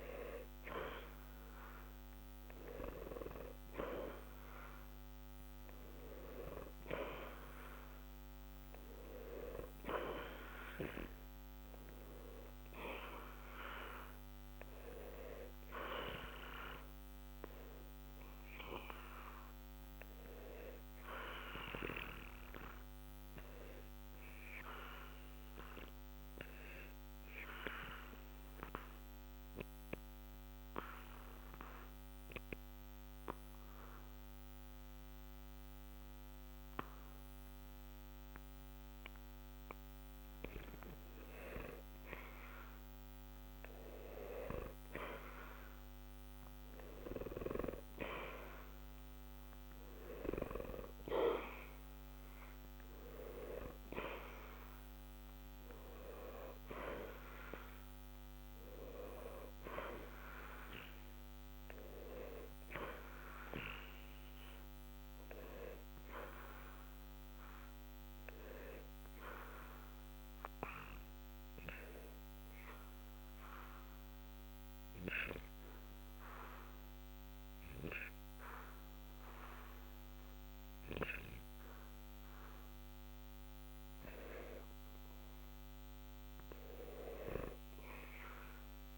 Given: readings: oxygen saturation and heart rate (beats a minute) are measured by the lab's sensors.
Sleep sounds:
breathing in sleep by a microphone on the trachea; 2
0.00-2.00 s: arousal
11.50-28.50 s: oxygen desaturation (device-marked, oxygen 93% before, 89% lowest, heart rate 61 before, 60 extreme)
23.00-38.50 s: obstructive apnea (oxygen 93% before, 89% lowest, heart rate 60 before, 60 extreme, up 2 after)
41.50-45.00 s: arousal
51.50-78.50 s: oxygen desaturation (device-marked, oxygen 93% before, 89% lowest, heart rate 61 before, 60 extreme)
65.50-82.50 s: obstructive apnea (oxygen 93% before, 89% lowest, heart rate 60 before, 60 extreme, up 0 after)
85.00-88.98 s: arousal
From the record:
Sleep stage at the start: N2 (light sleep); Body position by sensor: on the back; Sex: male

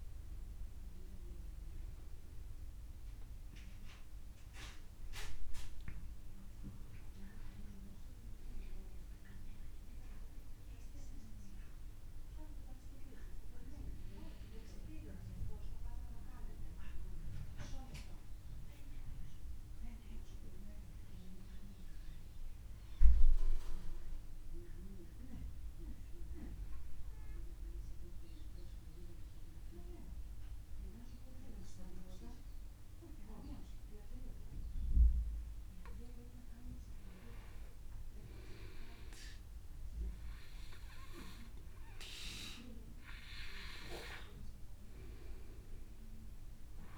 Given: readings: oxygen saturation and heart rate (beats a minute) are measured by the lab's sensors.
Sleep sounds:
breathing in sleep by a room microphone; 1
16.50-20.50 s: arousal
24.00-35.00 s: obstructive apnea (oxygen 99% before, 94% lowest, heart rate 56 before, 34 extreme, up 18 after)
34.50-46.98 s: oxygen desaturation (device-marked, oxygen 98% before, 94% lowest, heart rate 57 before, 33 extreme)
37.00-40.50 s: arousal
From the record:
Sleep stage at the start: N2 (light sleep); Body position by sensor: on the back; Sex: male

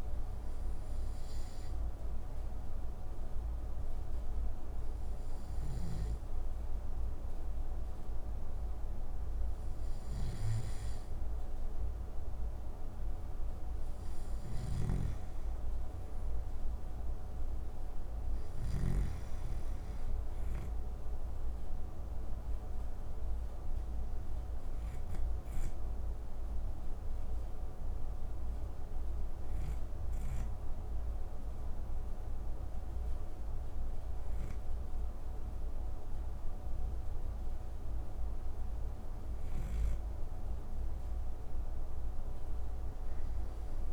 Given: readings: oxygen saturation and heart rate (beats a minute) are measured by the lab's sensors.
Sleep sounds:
breathing in sleep, hard to hear, by a room microphone; 2
0.50-13.00 s: hypopnea (oxygen 95% before, 93% lowest)
14.00-18.00 s: snoring (device-marked)
15.00-18.50 s: arousal
25.00-39.00 s: hypopnea (oxygen 95% before, 93% lowest)
42.50-43.93 s: arousal
From the record:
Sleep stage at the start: N2 (light sleep); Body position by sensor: on the back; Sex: male

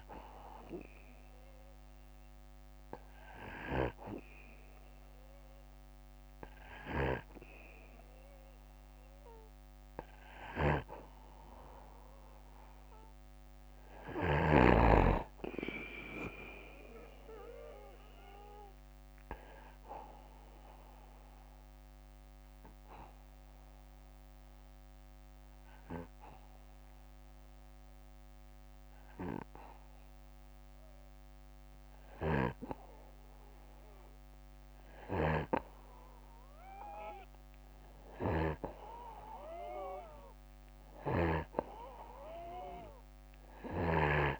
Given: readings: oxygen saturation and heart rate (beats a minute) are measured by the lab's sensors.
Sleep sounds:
breathing in sleep by a microphone on the trachea; 1
6.00-13.50 s: snoring (device-marked)
11.00-14.50 s: arousal
19.50-30.50 s: obstructive apnea (oxygen 95% before, 91% lowest, heart rate 63 before, 60 extreme, up 0 after)
32.50-35.00 s: arousal
34.00-38.00 s: snoring (device-marked)
40.00-44.40 s: snoring (device-marked)
From the record:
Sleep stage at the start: N2 (light sleep); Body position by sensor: on the back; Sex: male

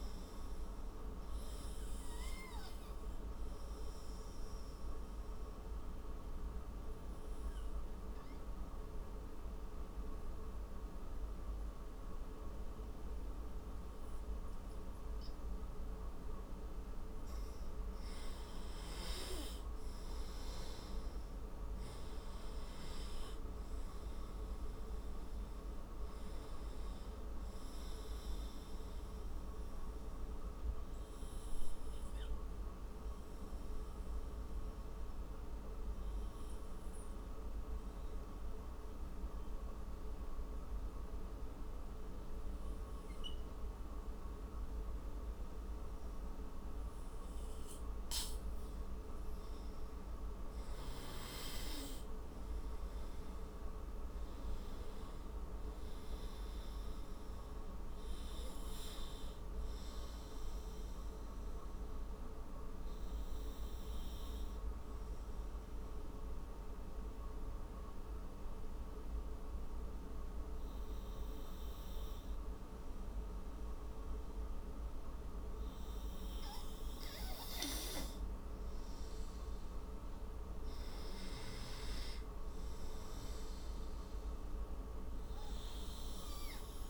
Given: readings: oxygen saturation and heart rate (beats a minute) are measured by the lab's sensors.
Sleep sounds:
breathing in sleep, hard to hear, by a room microphone; 3
2.50-14.50 s: oxygen desaturation (device-marked, oxygen 93% before, 90% lowest)
4.50-16.00 s: obstructive apnea (oxygen 95% before, 90% lowest)
19.50-23.50 s: arousal
23.50-44.50 s: oxygen desaturation (device-marked, oxygen 97% before, 90% lowest)
33.50-45.00 s: obstructive apnea (oxygen 97% before, 90% lowest)
51.50-54.50 s: arousal
57.50-78.50 s: oxygen desaturation (device-marked, oxygen 97% before, 90% lowest)
65.50-79.00 s: mixed apnea (oxygen 97% before, 90% lowest)
80.50-83.50 s: arousal
From the record:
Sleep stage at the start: N2 (light sleep); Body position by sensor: on the right side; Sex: male

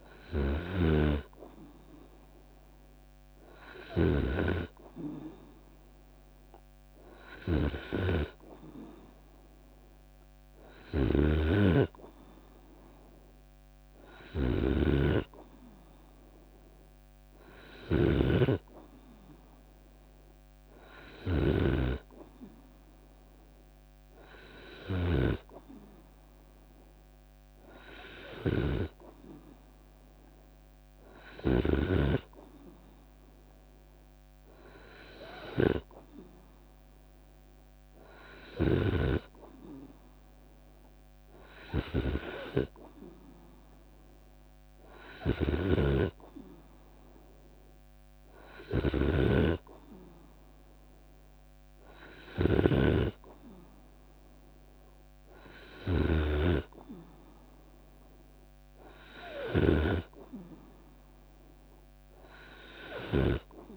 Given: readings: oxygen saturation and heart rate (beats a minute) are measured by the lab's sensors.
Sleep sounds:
breathing in sleep by a microphone on the trachea; none
0.00-3.50 s: snoring (device-marked)
10.00-21.00 s: snoring (device-marked)
44.50-55.50 s: snoring (device-marked)
From the record:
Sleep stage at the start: N2 (light sleep); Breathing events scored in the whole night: 224 in 3.9 hours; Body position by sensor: on the right side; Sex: male

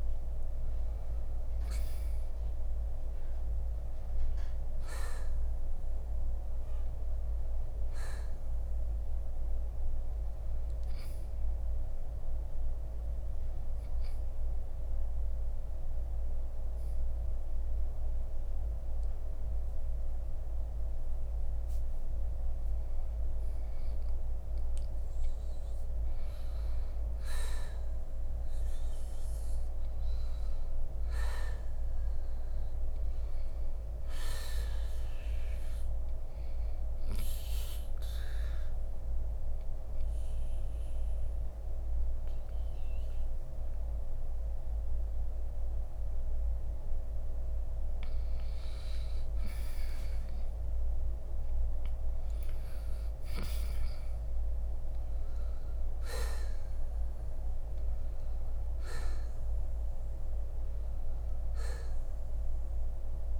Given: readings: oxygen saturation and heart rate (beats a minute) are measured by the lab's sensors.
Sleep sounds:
breathing in sleep, hard to hear, by a room microphone; 1
0.00-1.50 s: oxygen desaturation (device-marked, oxygen 87% lowest, heart rate 56 extreme)
0.50-4.50 s: arousal
17.50-32.50 s: oxygen desaturation (device-marked, oxygen 93% before, 89% lowest, heart rate 64 before, 56 extreme)
32.50-36.00 s: arousal
38.50-48.50 s: central apnea (oxygen 93% before, 86% lowest, heart rate 63 before, 56 extreme, up 7 after)
44.50-58.50 s: oxygen desaturation (device-marked, oxygen 92% before, 88% lowest, heart rate 64 before, 55 extreme)
50.50-56.00 s: arousal
From the record:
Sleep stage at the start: N2 (light sleep); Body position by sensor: on the right side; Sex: male

